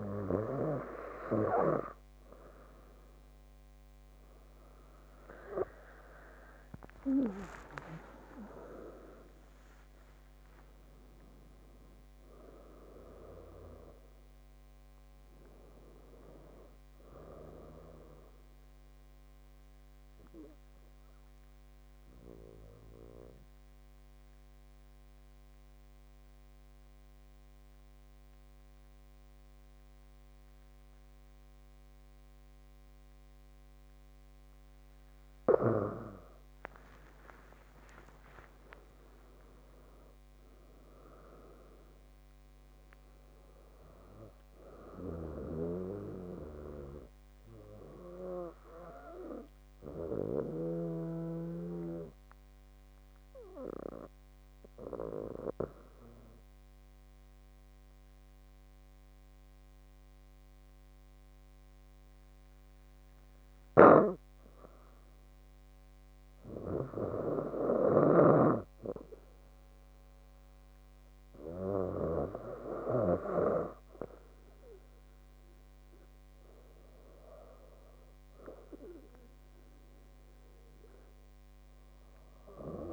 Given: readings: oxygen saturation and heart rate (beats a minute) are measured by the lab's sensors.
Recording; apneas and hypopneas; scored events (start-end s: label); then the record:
breathing in sleep by a microphone on the trachea; 2
6.00-10.50 s: arousal
22.00-36.00 s: obstructive apnea (oxygen 97% before, 95% lowest)
38.50-42.00 s: arousal
51.50-64.50 s: hypopnea (oxygen 98% before, 96% lowest)
66.00-68.50 s: arousal
From the record:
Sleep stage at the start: N2 (light sleep); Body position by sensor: on the back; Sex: female